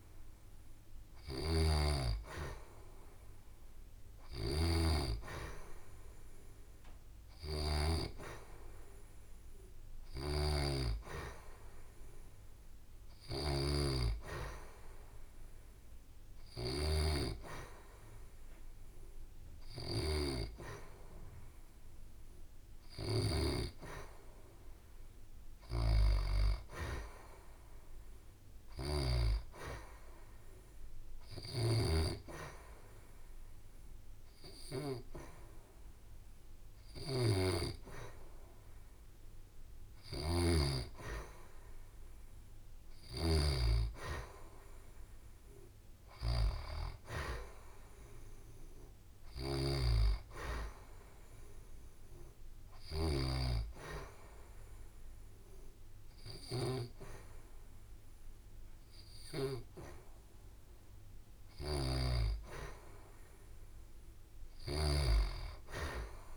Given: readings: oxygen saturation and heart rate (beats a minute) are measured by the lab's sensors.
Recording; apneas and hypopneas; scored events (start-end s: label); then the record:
breathing in sleep by a room microphone; none
60.00-63.50 s: arousal
From the record:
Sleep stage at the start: N2 (light sleep); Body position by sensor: on the back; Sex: female